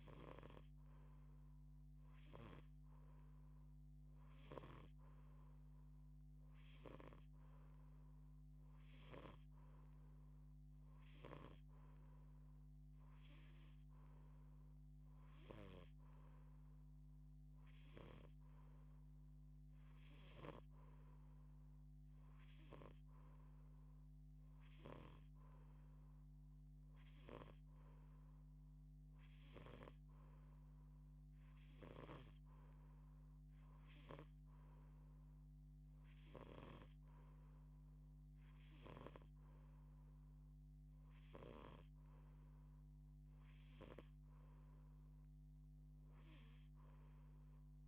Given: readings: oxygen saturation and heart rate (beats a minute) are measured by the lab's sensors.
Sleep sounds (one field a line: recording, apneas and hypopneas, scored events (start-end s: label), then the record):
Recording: breathing in sleep by a microphone on the trachea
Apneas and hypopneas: none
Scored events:
none scored
From the record:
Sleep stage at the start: N2 (light sleep)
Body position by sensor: on the back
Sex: female